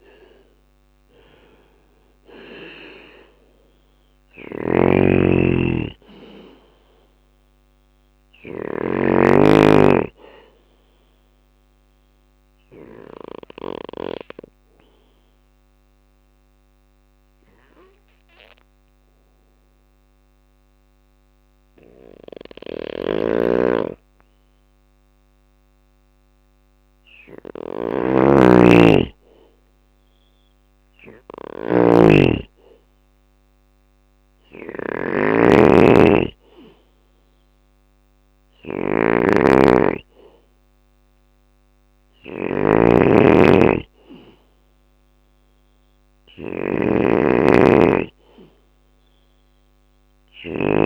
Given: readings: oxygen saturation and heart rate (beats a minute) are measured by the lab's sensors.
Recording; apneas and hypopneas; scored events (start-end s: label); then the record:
breathing in sleep by a microphone on the trachea; 1
0.00-8.50 s: drop in pulse transit time (device-marked, heart rate 59 extreme)
0.00-13.00 s: snoring (device-marked)
3.50-22.50 s: oxygen desaturation (device-marked, oxygen 97% before, 92% lowest, heart rate 60 before, 58 extreme)
4.50-6.50 s: bradycardia (device-marked, heart rate 60 before, 62 extreme)
10.50-26.00 s: obstructive apnea (oxygen 97% before, 92% lowest, heart rate 60 before, 58 extreme, up 3 after)
11.50-22.50 s: bradycardia (device-marked, heart rate 60 before, 58 extreme)
21.50-50.86 s: snoring (device-marked)
27.50-31.00 s: arousal
40.50-48.50 s: oxygen desaturation (device-marked, oxygen 97% before, 94% lowest, heart rate 60 before, 58 extreme)
From the record:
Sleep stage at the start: N2 (light sleep); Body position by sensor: on the back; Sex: male